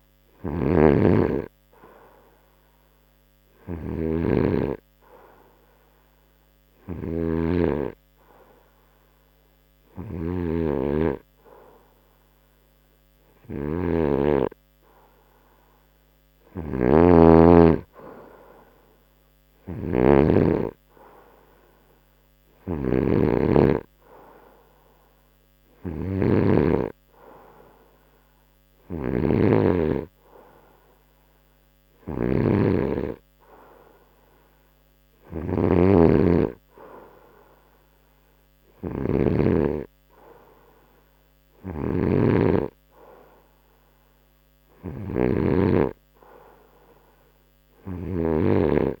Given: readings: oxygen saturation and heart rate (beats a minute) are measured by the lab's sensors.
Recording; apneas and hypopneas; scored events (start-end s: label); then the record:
a person partly awake in a sleep study, by a microphone on the trachea; none
31.50-49.00 s: new sleep stage, awake
From the record:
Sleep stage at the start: N2 (light sleep); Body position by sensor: on the front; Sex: male